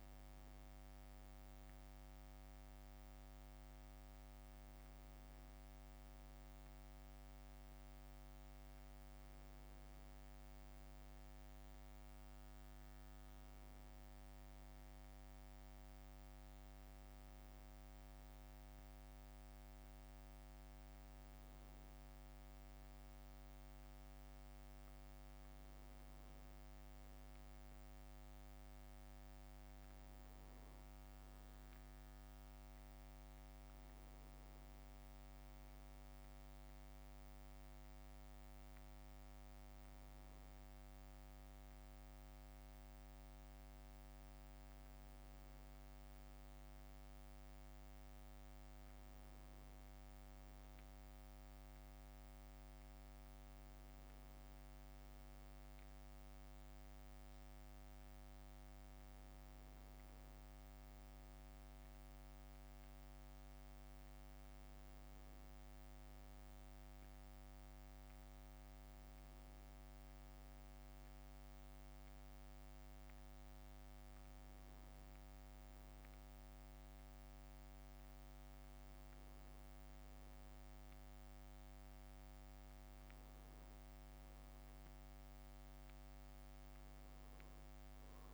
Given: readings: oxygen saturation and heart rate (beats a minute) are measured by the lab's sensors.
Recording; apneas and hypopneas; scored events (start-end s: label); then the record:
a person awake in a sleep study, hard to hear, by a microphone on the trachea; none
none scored
From the record:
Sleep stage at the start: awake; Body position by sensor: on the back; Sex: male